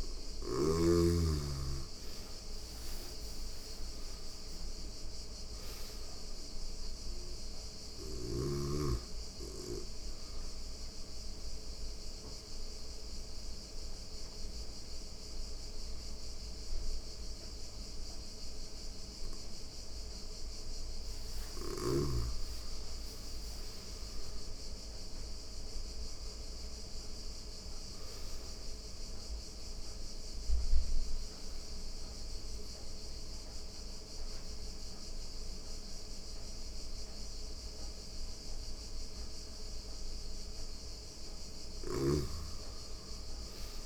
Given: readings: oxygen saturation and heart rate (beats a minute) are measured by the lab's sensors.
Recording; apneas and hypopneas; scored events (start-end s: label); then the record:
breathing in sleep by a room microphone; 2
0.00-7.00 s: oxygen desaturation (device-marked, oxygen 91% lowest, heart rate 86 extreme)
9.00-21.00 s: obstructive apnea (oxygen 97% before, 90% lowest, heart rate 89 before, 85 extreme, up 3 after)
23.00-26.00 s: arousal
28.50-39.50 s: obstructive apnea (oxygen 97% before, 90% lowest, heart rate 89 before, 85 extreme, up 3 after)
32.00-43.00 s: oxygen desaturation (device-marked, oxygen 97% before, 92% lowest, heart rate 88 before, 85 extreme)
41.00-43.86 s: snoring (device-marked)
42.00-43.86 s: arousal
From the record:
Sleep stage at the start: N2 (light sleep); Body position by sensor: on the right side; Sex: female